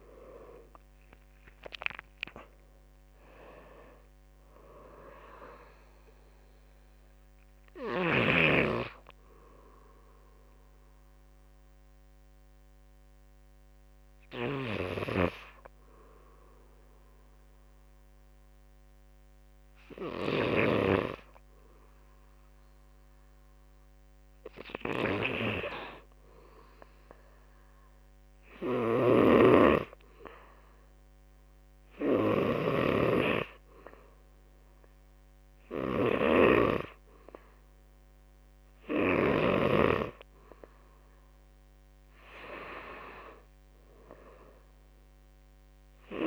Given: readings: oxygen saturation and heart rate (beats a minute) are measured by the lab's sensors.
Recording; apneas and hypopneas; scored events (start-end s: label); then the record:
breathing in sleep by a microphone on the trachea; 1
0.00-11.00 s: drop in pulse transit time (device-marked, heart rate 57 extreme)
9.00-22.00 s: hypopnea (oxygen 90% before, 90% lowest, heart rate 66 before, 48 extreme, up 10 after)
25.50-29.00 s: arousal
28.00-39.00 s: snoring (device-marked)
From the record:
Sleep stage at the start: N2 (light sleep); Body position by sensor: on the back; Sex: male